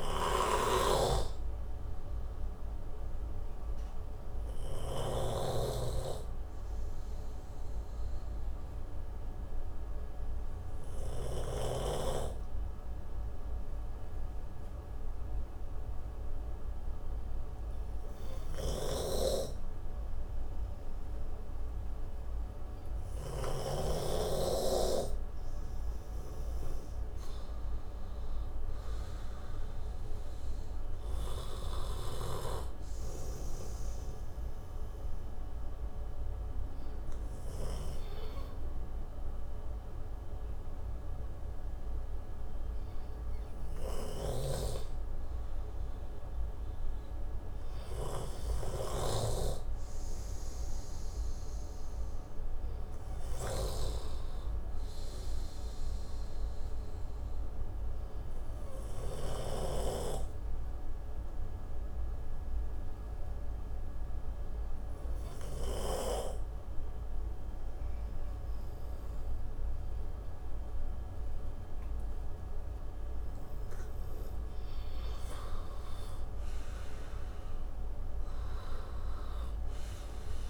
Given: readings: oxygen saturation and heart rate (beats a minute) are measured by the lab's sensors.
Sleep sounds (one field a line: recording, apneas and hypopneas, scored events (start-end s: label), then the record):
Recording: breathing in sleep by a room microphone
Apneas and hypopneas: 3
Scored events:
0.50-6.00 s: snoring (device-marked)
4.50-25.50 s: obstructive apnea (oxygen 96% before, 89% lowest, heart rate 68 before, 58 extreme, up 22 after)
7.00-19.00 s: oxygen desaturation (device-marked, oxygen 95% before, 89% lowest, heart rate 68 before, 58 extreme)
19.00-24.50 s: snoring (device-marked)
28.00-31.00 s: arousal
34.50-45.00 s: obstructive apnea (oxygen 96% before, 91% lowest, heart rate 65 before, 55 extreme, up 9 after)
44.50-50.00 s: snoring (device-marked)
46.50-50.00 s: arousal
57.00-72.50 s: obstructive apnea (oxygen 96% before, 91% lowest, heart rate 64 before, 55 extreme, up 25 after)
76.00-79.50 s: arousal
From the record:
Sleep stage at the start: N2 (light sleep)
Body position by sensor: on the right side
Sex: male